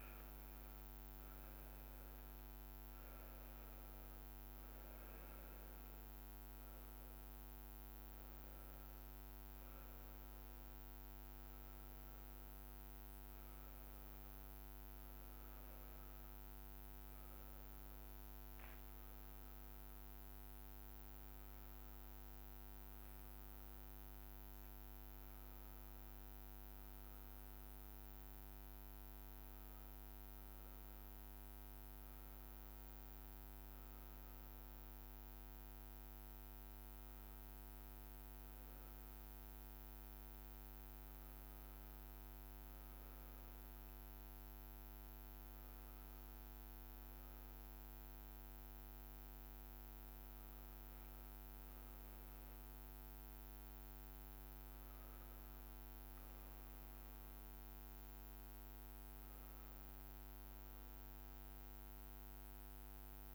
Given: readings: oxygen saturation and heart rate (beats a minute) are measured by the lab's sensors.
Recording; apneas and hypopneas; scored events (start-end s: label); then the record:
a person awake in a sleep study, hard to hear, by a microphone on the trachea; none
2.50-12.50 s: oxygen desaturation (device-marked, oxygen 97% before, 93% lowest, heart rate 109 before, 77 extreme)
From the record:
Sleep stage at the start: awake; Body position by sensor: upright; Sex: male